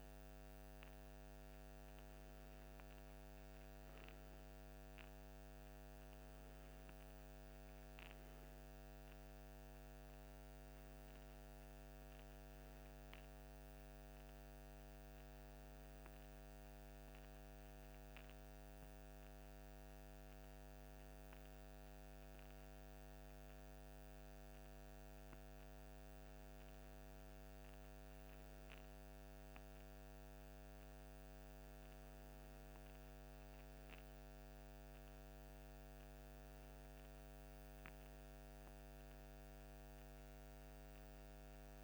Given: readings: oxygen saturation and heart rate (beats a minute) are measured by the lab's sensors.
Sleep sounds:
breathing in sleep, hard to hear, by a microphone on the trachea; none
none scored
From the record:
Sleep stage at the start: N3 (deep sleep); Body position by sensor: on the left side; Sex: male

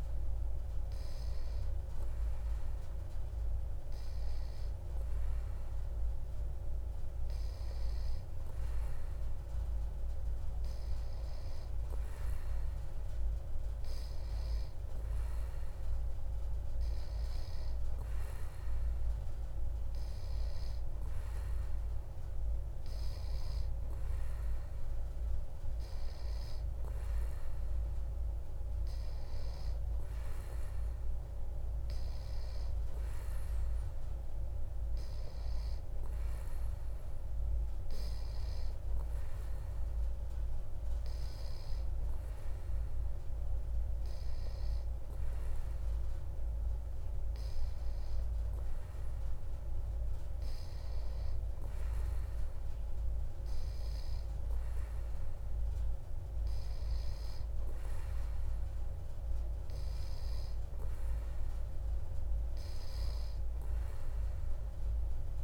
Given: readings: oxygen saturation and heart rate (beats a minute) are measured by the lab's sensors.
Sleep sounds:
breathing in sleep, hard to hear, by a room microphone; none
none scored
From the record:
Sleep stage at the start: N3 (deep sleep); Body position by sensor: on the back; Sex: male

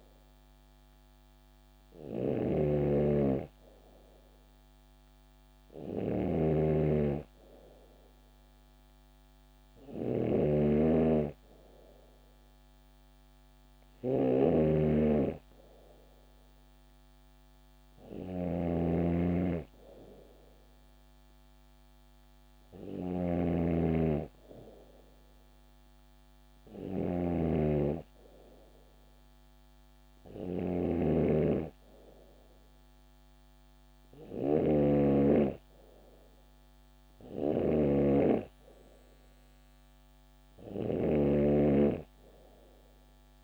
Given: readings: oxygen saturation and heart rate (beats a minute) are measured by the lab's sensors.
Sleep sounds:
breathing in sleep by a microphone on the trachea; none
0.00-43.44 s: snoring (device-marked)
From the record:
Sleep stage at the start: N2 (light sleep); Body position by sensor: on the back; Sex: female

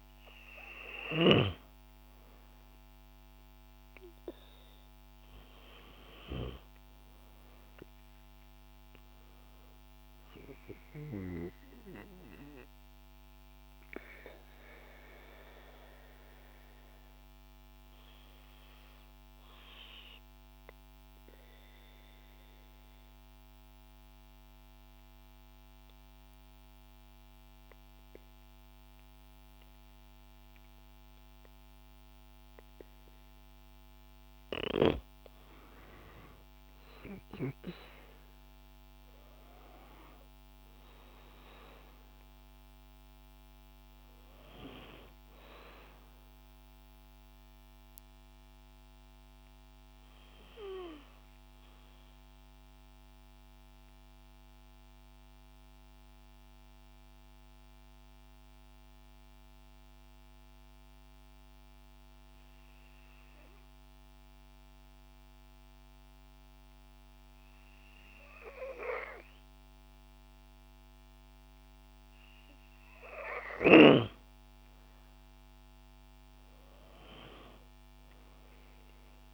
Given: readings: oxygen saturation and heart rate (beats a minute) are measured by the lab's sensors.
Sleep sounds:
breathing in sleep by a microphone on the trachea; 2
2.50-16.50 s: oxygen desaturation (device-marked, oxygen 96% before, 92% lowest, heart rate 92 before, 67 extreme)
11.50-33.50 s: obstructive apnea (oxygen 96% before, 90% lowest, heart rate 96 before, 56 extreme)
34.50-59.50 s: oxygen desaturation (device-marked, oxygen 97% before, 90% lowest, heart rate 115 before, 50 extreme)
35.00-39.00 s: arousal
51.50-71.50 s: obstructive apnea (oxygen 97% before, 90% lowest, heart rate 123 before, 50 extreme)
73.50-79.34 s: oxygen desaturation (device-marked, oxygen 98% before, 92% lowest, heart rate 79 before, 90 extreme)
74.50-79.00 s: arousal
From the record:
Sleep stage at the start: N2 (light sleep); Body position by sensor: on the back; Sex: female

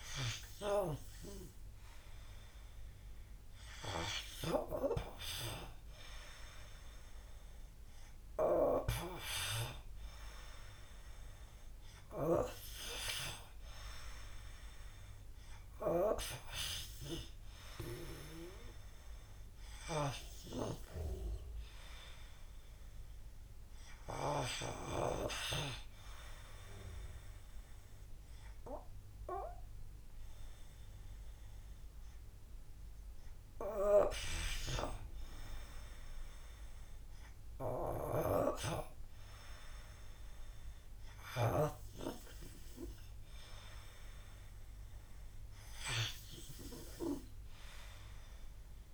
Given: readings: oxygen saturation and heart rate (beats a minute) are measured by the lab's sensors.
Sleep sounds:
breathing in sleep by a room microphone; none
0.00-4.00 s: oxygen desaturation (device-marked, oxygen 83% lowest, heart rate 59 extreme)
11.00-25.00 s: drop in pulse transit time (device-marked, heart rate 64 before, 61 extreme)
From the record:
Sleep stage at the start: N2 (light sleep); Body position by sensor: on the back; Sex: male

